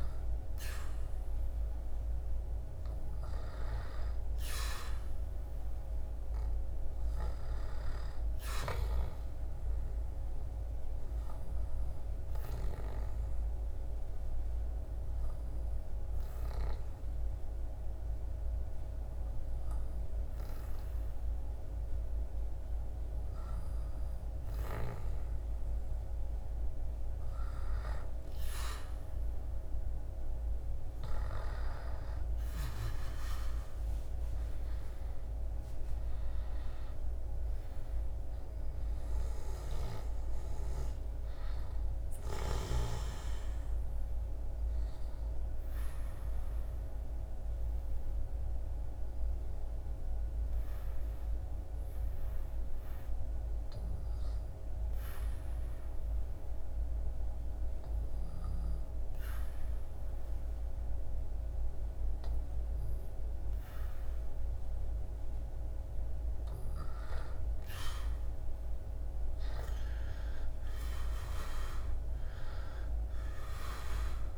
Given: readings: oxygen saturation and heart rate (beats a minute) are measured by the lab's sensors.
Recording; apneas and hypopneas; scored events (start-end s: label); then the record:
breathing in sleep by a room microphone; 2
1.00-23.00 s: oxygen desaturation (device-marked, oxygen 98% before, 95% lowest, heart rate 76 before, 69 extreme)
6.00-74.38 s: new sleep stage, N2 (light sleep)
8.50-24.50 s: hypopnea (oxygen 99% before, 94% lowest, heart rate 75 before, 70 extreme, up 8 after)
28.50-32.00 s: arousal
38.50-42.00 s: snoring (device-marked)
43.50-64.50 s: hypopnea (oxygen 97% before, 93% lowest, heart rate 78 before, 71 extreme, up 3 after)
66.50-71.50 s: arousal
69.00-74.38 s: oxygen desaturation (device-marked, oxygen 99% before, 93% lowest, heart rate 78 before, 69 extreme)
From the record:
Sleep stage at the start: N1 (lightest sleep); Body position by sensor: on the back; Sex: male